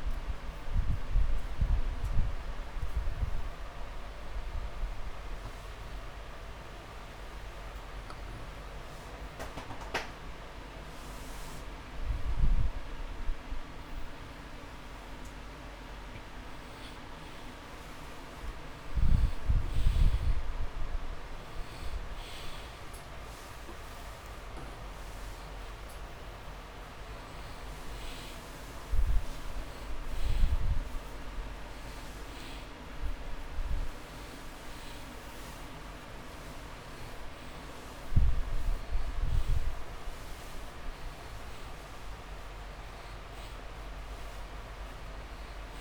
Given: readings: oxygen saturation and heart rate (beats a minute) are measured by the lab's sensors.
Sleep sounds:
a person partly awake in a sleep study, hard to hear, by a room microphone; none
3.50-5.50 s: long interval between heartbeats (device-marked)
14.50-16.50 s: long interval between heartbeats (device-marked)
16.00-45.81 s: new sleep stage, N2 (light sleep)
26.00-36.00 s: oxygen desaturation (device-marked, oxygen 97% before, 94% lowest)
From the record:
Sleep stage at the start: awake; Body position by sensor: on the right side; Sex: male

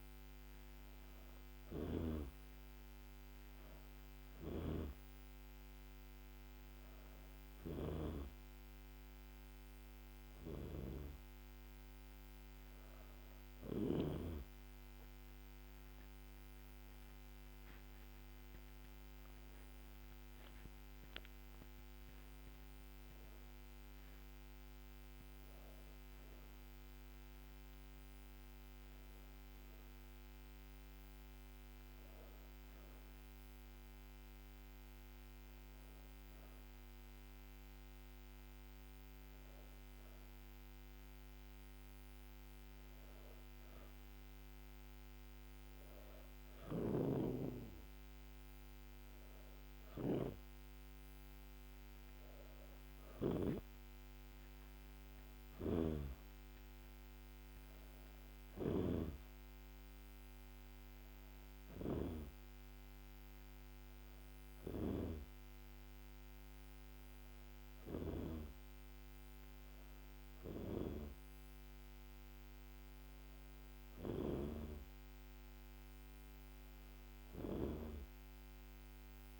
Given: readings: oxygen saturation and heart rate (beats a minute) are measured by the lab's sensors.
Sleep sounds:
breathing in sleep by a microphone on the trachea; none
0.00-14.00 s: snoring (device-marked)
16.50-21.50 s: arousal
55.50-65.00 s: snoring (device-marked)
From the record:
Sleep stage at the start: N2 (light sleep); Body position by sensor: on the back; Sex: female

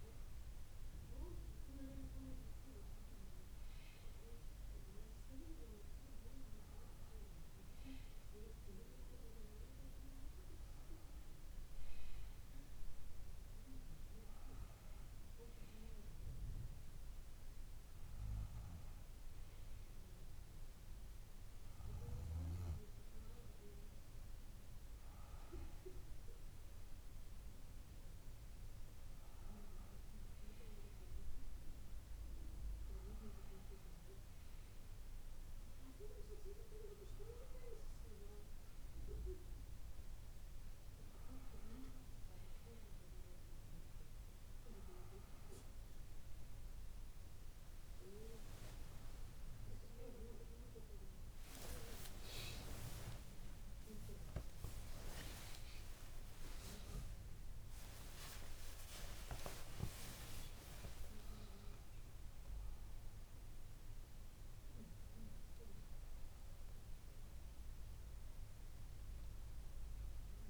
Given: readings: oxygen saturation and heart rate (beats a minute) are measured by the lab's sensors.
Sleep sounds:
a person partly awake in a sleep study, by a room microphone; none
24.50-35.50 s: bradycardia (device-marked, heart rate 66 before, 57 extreme)
36.50-48.50 s: bradycardia (device-marked, heart rate 66 before, 57 extreme)
52.50-54.50 s: long interval between heartbeats (device-marked, heart rate 59 before, 88 extreme)
52.50-70.50 s: new sleep stage, awake
54.50-56.50 s: long interval between heartbeats (device-marked, heart rate 64 before, 133 extreme)
56.50-58.50 s: long interval between heartbeats (device-marked, heart rate 73 before, 163 extreme)
58.50-60.50 s: long interval between heartbeats (device-marked, heart rate 84 before, 168 extreme)
61.00-63.00 s: long interval between heartbeats (device-marked, heart rate 95 before, 134 extreme)
63.50-65.50 s: bradycardia (device-marked, heart rate 68 before, 94 extreme)
66.50-70.50 s: bradycardia (device-marked, heart rate 68 before, 56 extreme)
From the record:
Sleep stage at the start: N2 (light sleep); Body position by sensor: on the back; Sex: female

